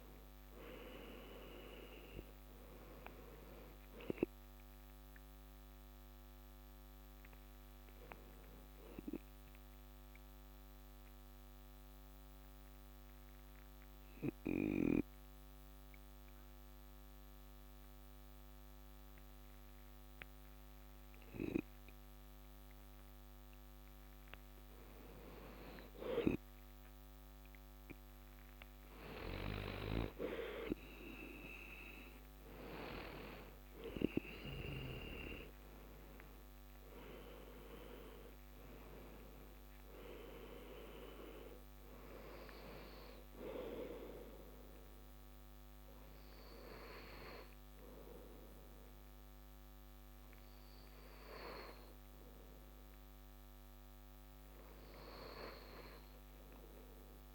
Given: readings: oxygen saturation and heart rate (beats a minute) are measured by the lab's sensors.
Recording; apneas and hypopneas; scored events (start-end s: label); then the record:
breathing in sleep by a microphone on the trachea; 1
9.50-24.00 s: obstructive apnea (oxygen 96% before, 93% lowest)
26.50-29.50 s: arousal
From the record:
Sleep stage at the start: N2 (light sleep); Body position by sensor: on the back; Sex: male